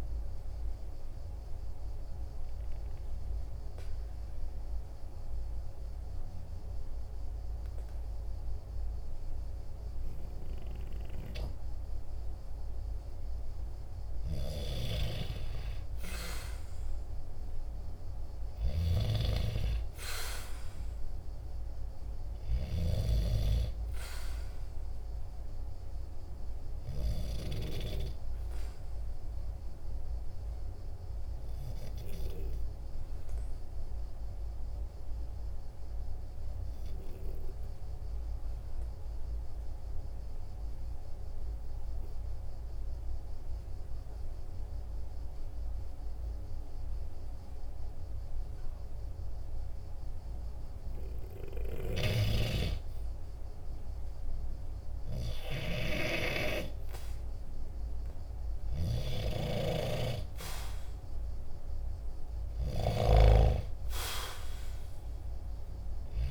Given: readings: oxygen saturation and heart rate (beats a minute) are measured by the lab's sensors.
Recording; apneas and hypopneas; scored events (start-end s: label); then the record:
breathing in sleep by a room microphone; 2
1.00-13.00 s: obstructive apnea (oxygen 97% before, 93% lowest, heart rate 46 before, 47 extreme, up 0 after)
15.50-19.00 s: arousal
30.00-51.00 s: obstructive apnea (oxygen 97% before, 93% lowest, heart rate 48 before, 47 extreme, up 3 after)
52.50-55.00 s: arousal
61.00-66.31 s: oxygen desaturation (device-marked, oxygen 97% before, 93% lowest, heart rate 48 before, 45 extreme)
From the record:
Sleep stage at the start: N2 (light sleep); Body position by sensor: on the right side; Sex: male